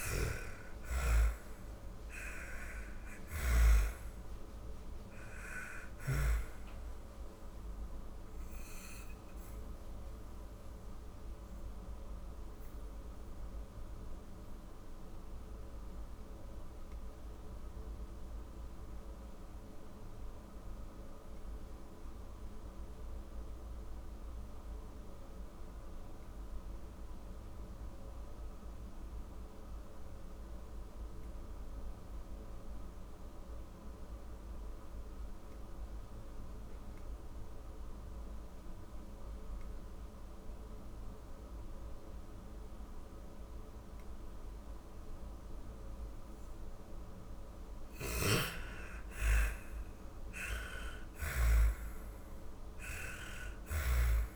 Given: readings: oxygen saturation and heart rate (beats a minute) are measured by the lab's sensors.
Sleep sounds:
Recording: breathing in sleep by a room microphone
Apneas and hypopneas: 1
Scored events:
0.00-2.00 s: snoring (device-marked)
0.00-31.50 s: oxygen desaturation (device-marked, oxygen 86% lowest, heart rate 33 extreme)
7.50-44.50 s: obstructive apnea (oxygen 98% before, 86% lowest, heart rate 77 before, 33 extreme, up 32 after)
45.50-54.36 s: oxygen desaturation (device-marked, oxygen 98% before, 87% lowest, heart rate 40 before, 39 extreme)
46.00-49.50 s: snoring (device-marked)
46.50-51.50 s: arousal
From the record:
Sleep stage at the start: N2 (light sleep)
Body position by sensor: on the back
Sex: female

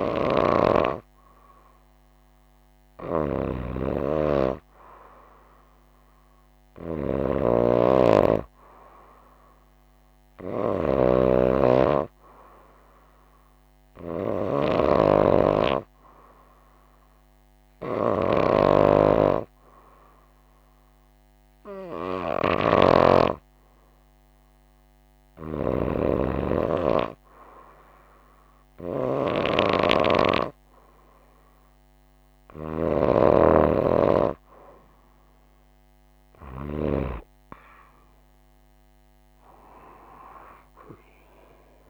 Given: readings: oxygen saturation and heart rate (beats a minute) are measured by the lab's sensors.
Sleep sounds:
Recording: breathing in sleep by a microphone on the trachea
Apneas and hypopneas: none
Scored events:
none scored
From the record:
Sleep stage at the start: N2 (light sleep)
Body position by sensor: on the right side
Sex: female

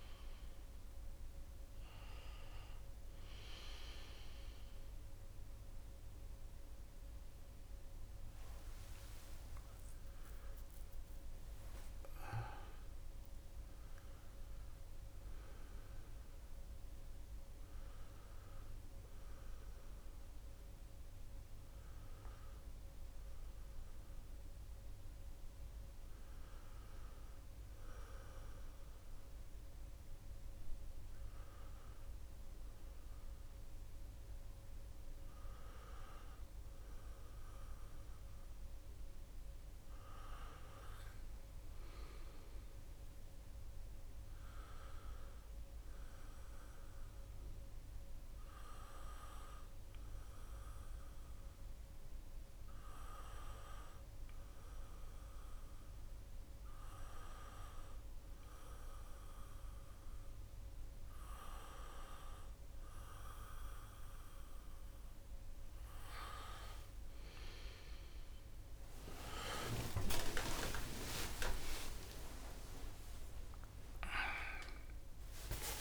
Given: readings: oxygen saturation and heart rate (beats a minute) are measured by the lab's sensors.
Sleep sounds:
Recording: breathing in sleep by a room microphone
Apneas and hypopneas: 2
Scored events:
7.50-13.00 s: arousal
8.00-10.00 s: long interval between heartbeats (device-marked, heart rate 75 before, 80 extreme)
18.50-75.81 s: new sleep stage, N2 (light sleep)
24.00-39.50 s: hypopnea (oxygen 96% before, 93% lowest, heart rate 76 before, 71 extreme, up 2 after)
41.50-45.50 s: arousal
52.50-64.00 s: hypopnea (oxygen 96% before, 93% lowest, heart rate 72 before, 74 extreme, up 55 after)
68.50-72.50 s: arousal
69.50-71.50 s: long interval between heartbeats (device-marked, heart rate 76 before, 109 extreme)
From the record:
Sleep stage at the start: N1 (lightest sleep)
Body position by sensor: on the right side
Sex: male

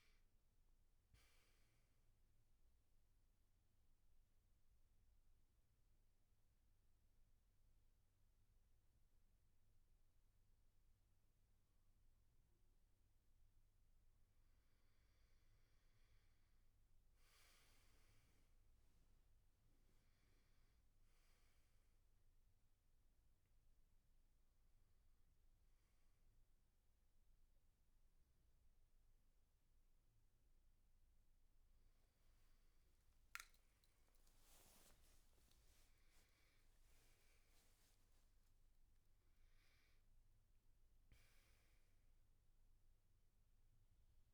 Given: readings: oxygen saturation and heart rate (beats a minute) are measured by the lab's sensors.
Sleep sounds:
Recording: breathing in sleep, hard to hear, by a room microphone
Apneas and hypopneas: 1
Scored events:
1.50-14.50 s: mixed apnea (oxygen 99% before, 92% lowest, heart rate 76 before, 74 extreme, up 0 after)
18.00-21.50 s: arousal
20.00-33.00 s: oxygen desaturation (device-marked, oxygen 96% before, 93% lowest, heart rate 78 before, 65 extreme)
37.00-40.50 s: arousal
From the record:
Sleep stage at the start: N1 (lightest sleep)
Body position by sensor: on the back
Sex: male

